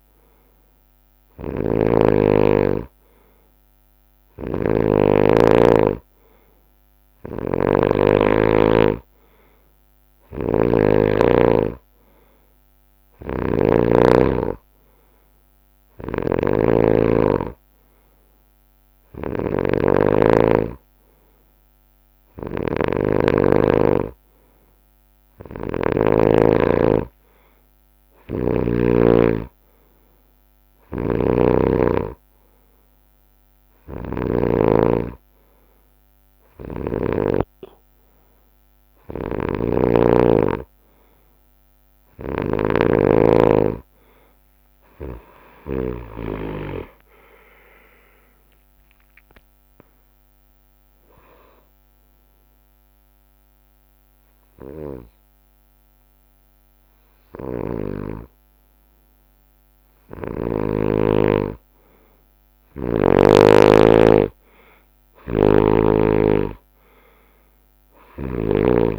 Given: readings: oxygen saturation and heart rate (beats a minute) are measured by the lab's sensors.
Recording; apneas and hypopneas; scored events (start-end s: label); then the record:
breathing in sleep by a microphone on the trachea; 1
0.00-2.00 s: snoring (device-marked)
4.00-26.00 s: snoring (device-marked)
27.00-36.00 s: drop in pulse transit time (device-marked, heart rate 71 before, 73 extreme)
30.50-34.50 s: snoring (device-marked)
39.00-46.00 s: snoring (device-marked)
45.00-47.00 s: long interval between heartbeats (device-marked, heart rate 73 before, 80 extreme)
46.00-49.50 s: arousal
47.00-58.00 s: drop in pulse transit time (device-marked, heart rate 74 before, 64 extreme)
52.00-62.00 s: hypopnea (oxygen 94% before, 92% lowest, heart rate 76 before, 61 extreme, up 10 after)
65.00-68.50 s: snoring (device-marked)
65.50-68.99 s: arousal
From the record:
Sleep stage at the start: N2 (light sleep); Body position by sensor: on the right side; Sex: male